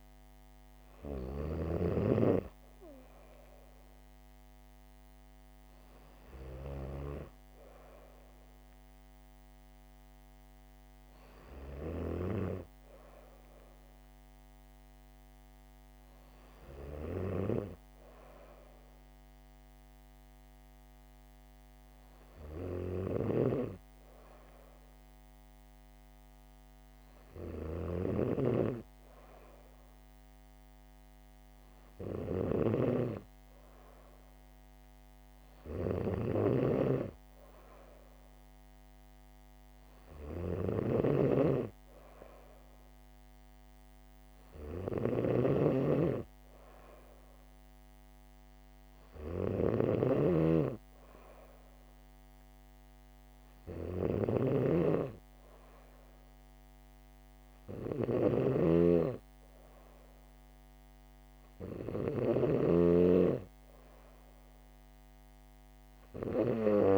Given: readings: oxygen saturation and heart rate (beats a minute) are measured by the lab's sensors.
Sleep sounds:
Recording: breathing in sleep by a microphone on the trachea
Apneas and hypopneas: none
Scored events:
28.00-66.98 s: snoring (device-marked)
From the record:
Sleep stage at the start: N3 (deep sleep)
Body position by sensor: on the back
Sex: female

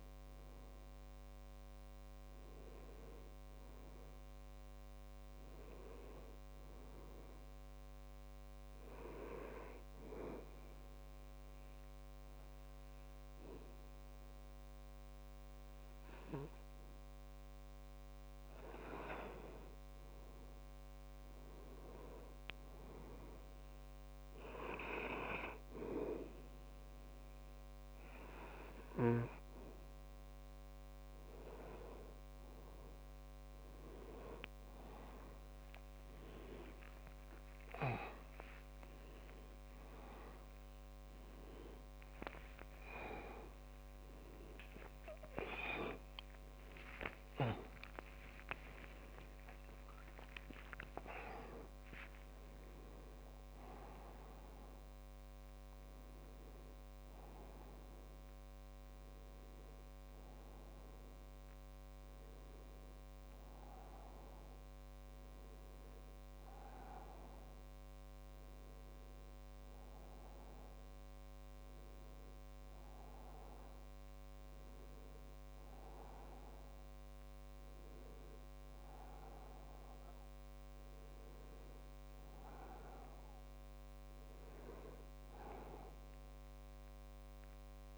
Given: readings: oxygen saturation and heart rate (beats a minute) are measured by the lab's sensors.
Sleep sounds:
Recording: a person awake in a sleep study, by a microphone on the trachea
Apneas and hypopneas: 1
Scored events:
0.00-1.50 s: oxygen desaturation (device-marked, oxygen 93% lowest, heart rate 68 extreme)
10.00-20.00 s: obstructive apnea (oxygen 98% before, 94% lowest, heart rate 70 before, 68 extreme, up 4 after)
34.50-87.98 s: new sleep stage, awake
45.00-47.00 s: long interval between heartbeats (device-marked, heart rate 73 before, 90 extreme)
From the record:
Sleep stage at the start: N2 (light sleep)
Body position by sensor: on the back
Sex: male

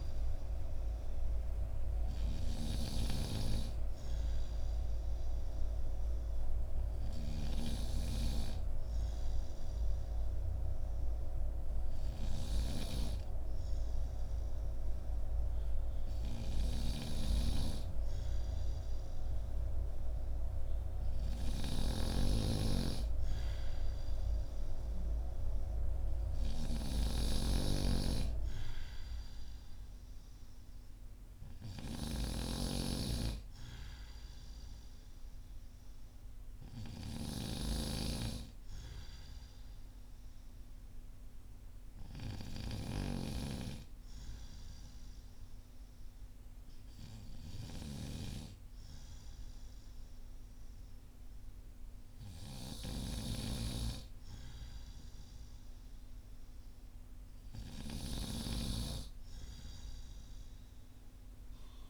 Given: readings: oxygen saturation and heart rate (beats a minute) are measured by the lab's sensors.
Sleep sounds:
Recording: breathing in sleep by a room microphone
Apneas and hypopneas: none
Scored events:
0.00-2.50 s: snoring (device-marked)
21.50-37.00 s: snoring (device-marked)
From the record:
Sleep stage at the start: N2 (light sleep)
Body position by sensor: on the back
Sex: male

